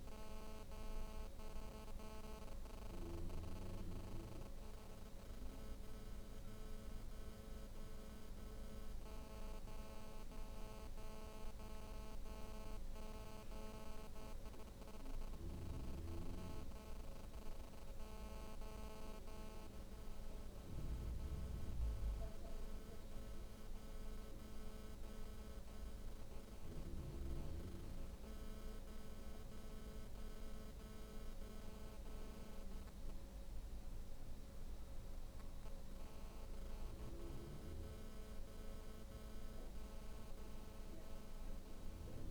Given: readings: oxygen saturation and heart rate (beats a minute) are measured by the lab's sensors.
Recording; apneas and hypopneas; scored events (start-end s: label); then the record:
breathing in sleep, hard to hear, by a room microphone; none
none scored
From the record:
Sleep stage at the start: N2 (light sleep); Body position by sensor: on the back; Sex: female